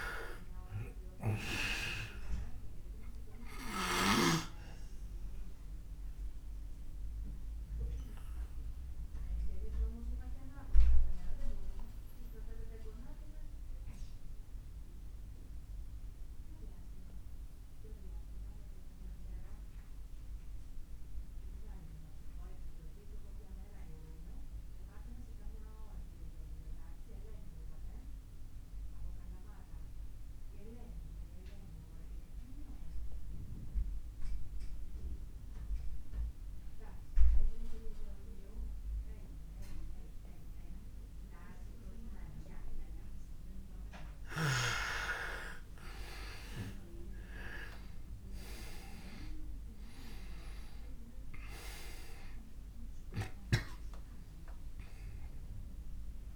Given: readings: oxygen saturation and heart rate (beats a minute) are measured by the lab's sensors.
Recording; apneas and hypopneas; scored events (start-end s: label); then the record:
breathing in sleep by a room microphone; 1
0.00-26.50 s: oxygen desaturation (device-marked, oxygen 88% lowest)
5.50-43.00 s: obstructive apnea (oxygen 100% before, 85% lowest)
43.50-56.36 s: oxygen desaturation (device-marked, oxygen 99% before, 85% lowest)
46.50-50.00 s: arousal
From the record:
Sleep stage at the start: N2 (light sleep); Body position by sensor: on the back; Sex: male